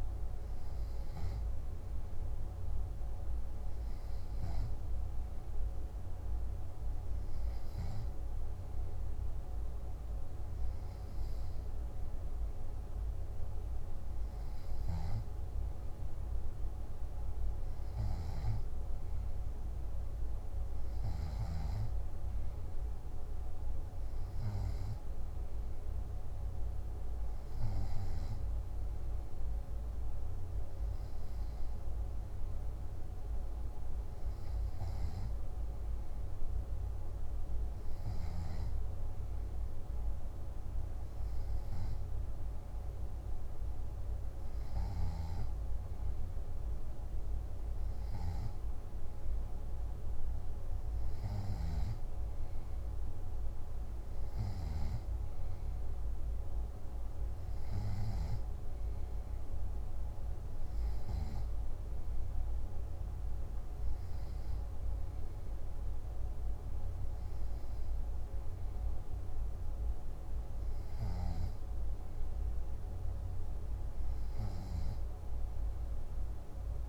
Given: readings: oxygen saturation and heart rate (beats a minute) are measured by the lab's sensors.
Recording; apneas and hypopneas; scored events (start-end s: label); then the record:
breathing in sleep, hard to hear, by a room microphone; none
none scored
From the record:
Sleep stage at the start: N3 (deep sleep); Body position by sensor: on the back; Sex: male